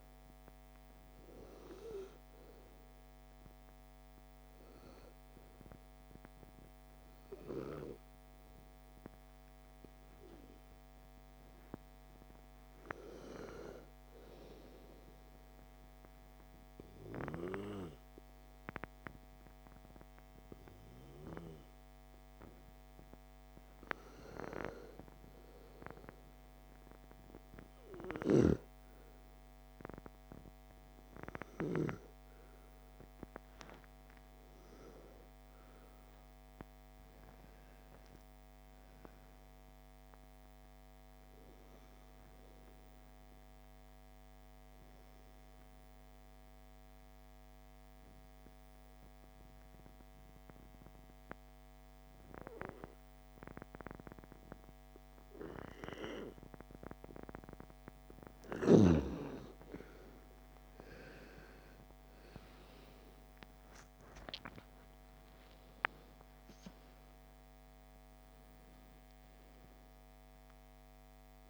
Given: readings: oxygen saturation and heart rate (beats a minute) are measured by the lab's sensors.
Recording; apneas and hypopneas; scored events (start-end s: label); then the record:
breathing in sleep by a microphone on the trachea; 2
2.00-19.00 s: oxygen desaturation (device-marked, oxygen 98% before, 87% lowest)
15.50-25.50 s: obstructive apnea (oxygen 98% before, 87% lowest, heart rate 68 before, 30 extreme, up 39 after)
30.50-35.50 s: arousal
44.00-57.00 s: obstructive apnea (oxygen 98% before, 87% lowest)
62.00-68.00 s: arousal
66.00-71.50 s: oxygen desaturation (device-marked, oxygen 97% before, 87% lowest)
From the record:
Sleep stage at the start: N2 (light sleep); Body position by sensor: on the back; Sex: female